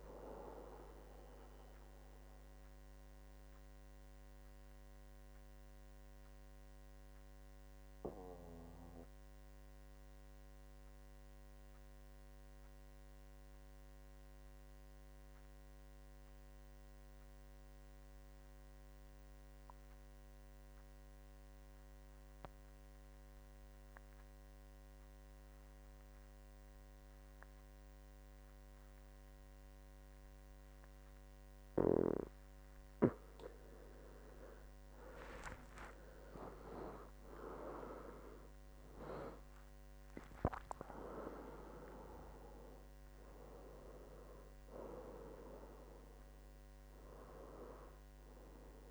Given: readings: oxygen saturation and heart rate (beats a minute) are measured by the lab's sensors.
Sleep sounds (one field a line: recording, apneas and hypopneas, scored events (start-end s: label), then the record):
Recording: breathing in sleep by a microphone on the trachea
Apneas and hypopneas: 1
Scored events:
0.00-8.00 s: oxygen desaturation (device-marked, oxygen 87% lowest, heart rate 65 extreme)
2.50-33.50 s: mixed apnea (oxygen 97% before, 87% lowest, heart rate 76 before, 65 extreme, up 14 after)
25.00-48.91 s: oxygen desaturation (device-marked, oxygen 98% before, 87% lowest, heart rate 67 before, 66 extreme)
35.00-39.50 s: arousal
From the record:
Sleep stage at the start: N2 (light sleep)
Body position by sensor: on the back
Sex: male